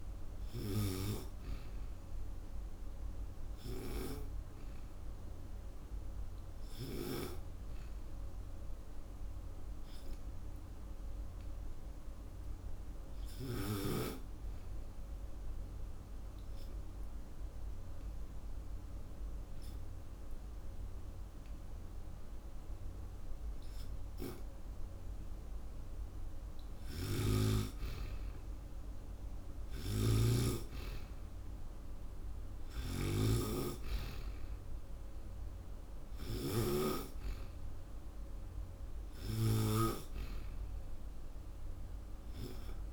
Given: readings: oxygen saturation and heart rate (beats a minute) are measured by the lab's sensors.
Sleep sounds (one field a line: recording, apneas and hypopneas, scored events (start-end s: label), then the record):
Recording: breathing in sleep by a room microphone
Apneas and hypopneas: 1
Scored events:
7.50-26.00 s: obstructive apnea (oxygen 95% before, 92% lowest)
26.50-36.50 s: snoring (device-marked)
28.00-31.00 s: arousal
From the record:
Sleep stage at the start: N2 (light sleep)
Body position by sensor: on the back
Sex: female